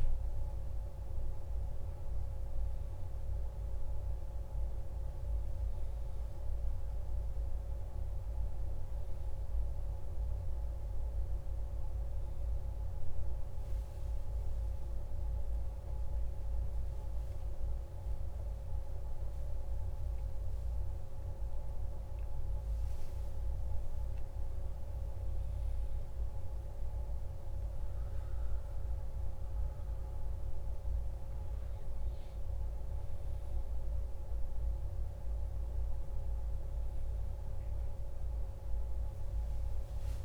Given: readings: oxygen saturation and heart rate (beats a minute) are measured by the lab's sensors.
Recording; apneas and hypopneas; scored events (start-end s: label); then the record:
a person awake in a sleep study, hard to hear, by a room microphone; none
none scored
From the record:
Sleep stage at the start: awake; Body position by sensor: on the back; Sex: male